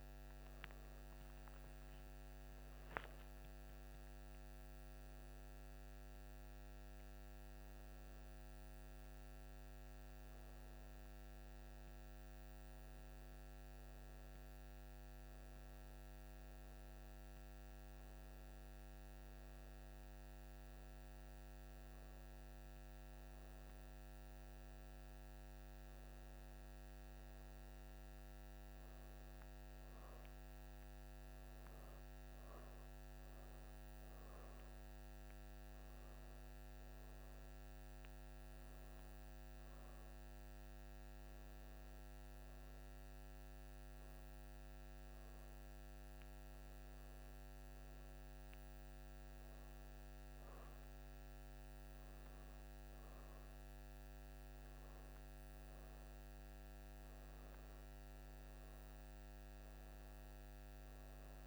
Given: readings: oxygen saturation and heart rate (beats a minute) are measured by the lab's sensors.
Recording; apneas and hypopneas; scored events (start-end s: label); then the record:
breathing in sleep, hard to hear, by a microphone on the trachea; none
23.50-61.47 s: new sleep stage, N2 (light sleep)
From the record:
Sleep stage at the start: N1 (lightest sleep); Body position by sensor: on the back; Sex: female